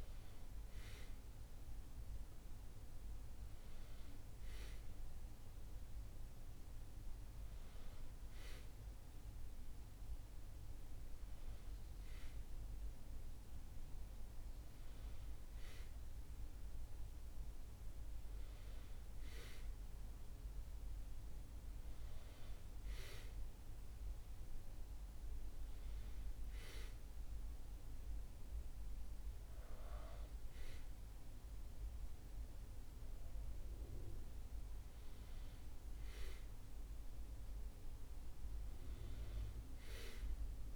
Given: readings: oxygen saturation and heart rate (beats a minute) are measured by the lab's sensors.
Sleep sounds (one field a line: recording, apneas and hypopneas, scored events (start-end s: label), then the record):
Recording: breathing in sleep, hard to hear, by a room microphone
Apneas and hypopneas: none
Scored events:
none scored
From the record:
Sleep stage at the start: N1 (lightest sleep)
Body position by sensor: on the back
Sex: male